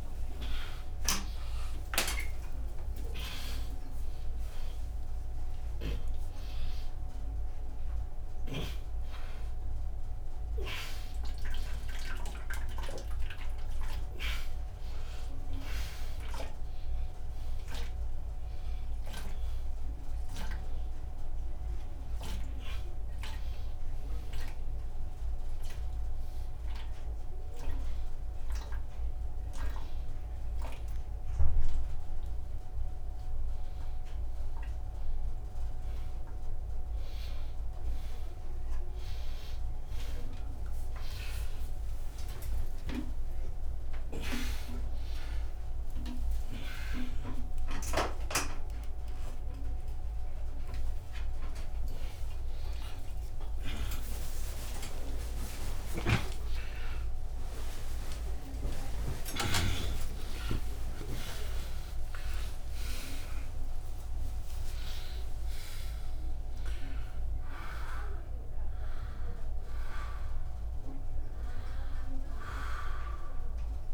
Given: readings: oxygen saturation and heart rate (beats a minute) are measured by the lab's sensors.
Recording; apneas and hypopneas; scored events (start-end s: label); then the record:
a person awake in a sleep study, by a room microphone; none
0.50-2.50 s: long interval between heartbeats (device-marked, heart rate 120 before, 139 extreme)
3.00-5.00 s: long interval between heartbeats (device-marked, heart rate 127 before, 121 extreme)
6.00-8.00 s: long interval between heartbeats (device-marked, heart rate 134 before, 116 extreme)
46.50-48.50 s: long interval between heartbeats (device-marked, heart rate 86 before, 107 extreme)
49.00-51.00 s: long interval between heartbeats (device-marked, heart rate 89 before, 138 extreme)
51.00-53.00 s: long interval between heartbeats (device-marked, heart rate 95 before, 167 extreme)
55.00-57.00 s: long interval between heartbeats (device-marked, heart rate 109 before, 158 extreme)
57.50-73.94 s: new sleep stage, N1 (lightest sleep)
65.00-67.00 s: long interval between heartbeats (device-marked, heart rate 124 before, 94 extreme)
From the record:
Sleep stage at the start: awake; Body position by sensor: upright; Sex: male